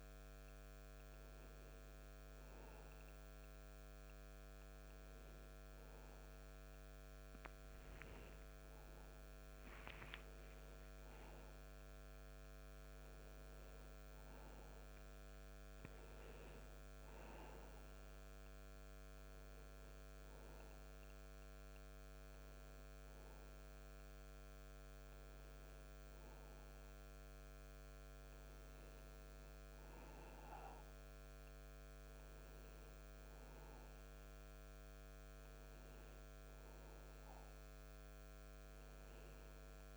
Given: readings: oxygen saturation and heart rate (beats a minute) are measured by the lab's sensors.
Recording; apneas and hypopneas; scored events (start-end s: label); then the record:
a person awake in a sleep study, hard to hear, by a microphone on the trachea; none
39.00-39.97 s: new sleep stage, N2 (light sleep)
From the record:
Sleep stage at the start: awake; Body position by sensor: on the back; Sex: male